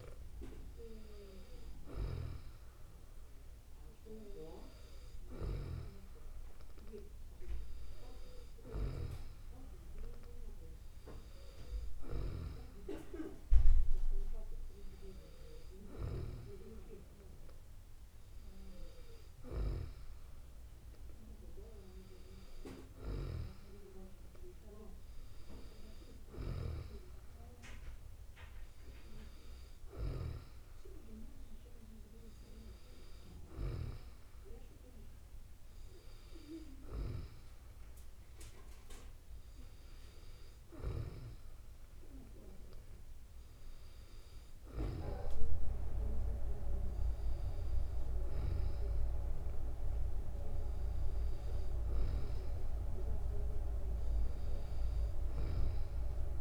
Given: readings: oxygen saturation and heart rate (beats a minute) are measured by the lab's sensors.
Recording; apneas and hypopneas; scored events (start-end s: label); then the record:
breathing in sleep by a room microphone; none
none scored
From the record:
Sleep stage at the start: N2 (light sleep); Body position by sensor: on the back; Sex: female